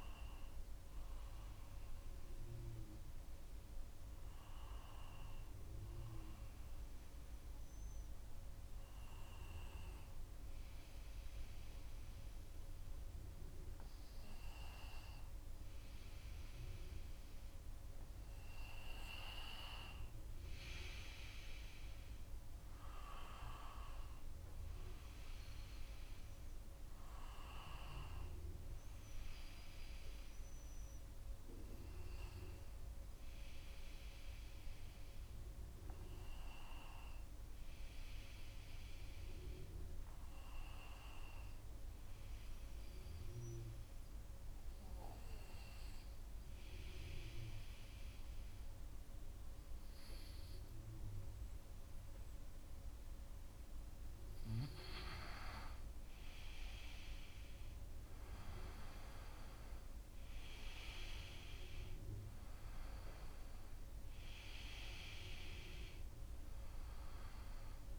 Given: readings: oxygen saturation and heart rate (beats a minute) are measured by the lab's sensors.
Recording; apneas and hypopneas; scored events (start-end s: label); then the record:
breathing in sleep by a room microphone; 1
37.00-41.00 s: arousal
43.00-54.50 s: hypopnea (oxygen 96% before, 92% lowest, heart rate 73 before, 70 extreme, up 3 after)
57.00-60.50 s: arousal
64.00-67.99 s: oxygen desaturation (device-marked, oxygen 95% before, 92% lowest, heart rate 73 before, 70 extreme)
From the record:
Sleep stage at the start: N2 (light sleep); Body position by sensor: on the right side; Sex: male